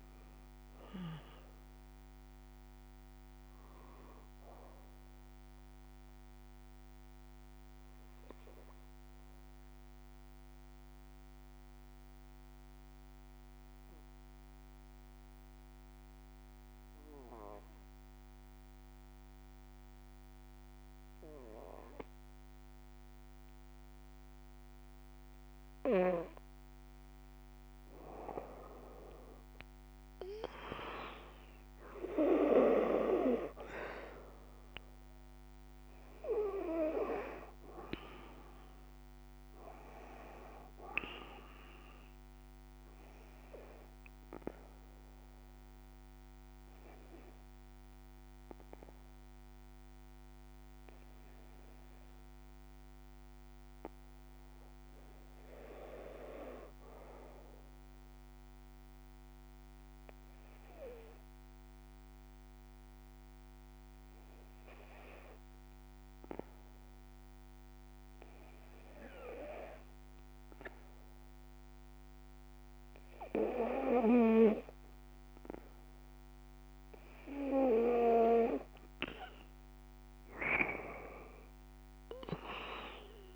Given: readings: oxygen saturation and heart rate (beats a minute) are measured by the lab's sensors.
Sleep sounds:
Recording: breathing in sleep by a microphone on the trachea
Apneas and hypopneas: 2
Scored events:
0.00-27.00 s: oxygen desaturation (device-marked, oxygen 85% lowest, heart rate 54 extreme)
4.50-26.00 s: obstructive apnea (oxygen 97% before, 82% lowest, heart rate 75 before, 54 extreme, up 7 after)
29.50-34.00 s: arousal
35.00-62.00 s: oxygen desaturation (device-marked, oxygen 97% before, 82% lowest, heart rate 63 before, 59 extreme)
42.00-76.50 s: obstructive apnea (oxygen 97% before, 82% lowest, heart rate 64 before, 55 extreme, up 8 after)
79.50-83.00 s: arousal
From the record:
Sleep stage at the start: N2 (light sleep)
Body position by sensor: on the back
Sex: female

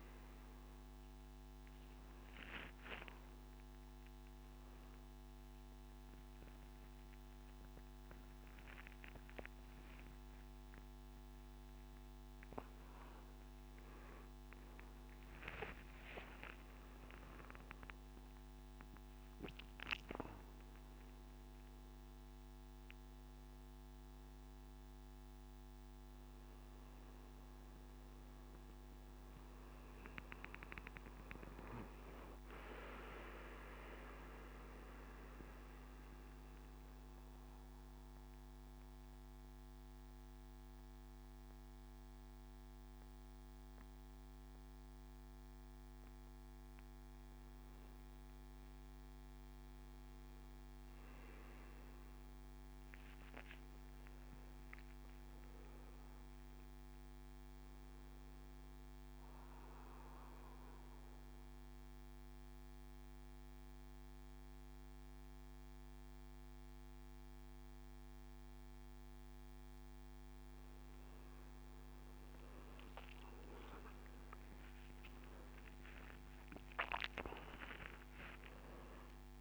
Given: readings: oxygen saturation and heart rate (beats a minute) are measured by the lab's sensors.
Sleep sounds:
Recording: a person awake in a sleep study, by a microphone on the trachea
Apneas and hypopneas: none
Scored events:
76.50-79.41 s: oxygen desaturation (device-marked, oxygen 98% before, 94% lowest, heart rate 85 before, 83 extreme)
From the record:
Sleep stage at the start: awake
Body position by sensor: on the back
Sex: male

